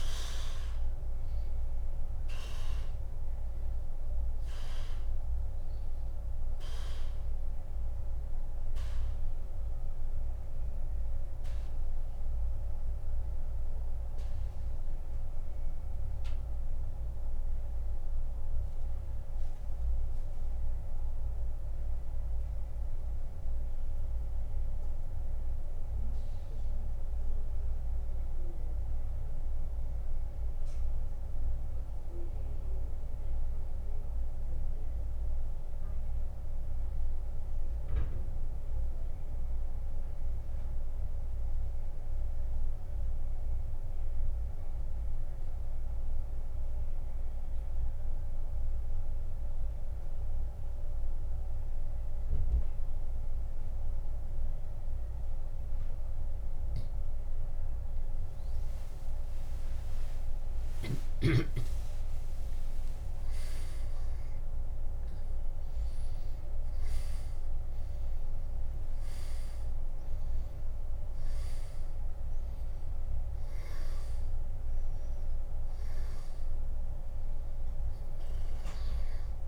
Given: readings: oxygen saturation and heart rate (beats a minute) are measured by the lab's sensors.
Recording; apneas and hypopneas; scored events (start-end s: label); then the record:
breathing in sleep, hard to hear, by a room microphone; 1
1.00-3.00 s: oxygen desaturation (device-marked, oxygen 97% before, 95% lowest, heart rate 92 before, 68 extreme)
13.00-47.00 s: oxygen desaturation (device-marked, oxygen 95% before, 87% lowest, heart rate 87 before, 65 extreme)
17.00-56.50 s: central apnea (oxygen 98% before, 86% lowest, heart rate 88 before, 65 extreme, up 55 after)
59.50-64.50 s: arousal
76.00-79.48 s: oxygen desaturation (device-marked, oxygen 97% before, 86% lowest, heart rate 104 before, 65 extreme)
From the record:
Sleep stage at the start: N2 (light sleep); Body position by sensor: on the back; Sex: male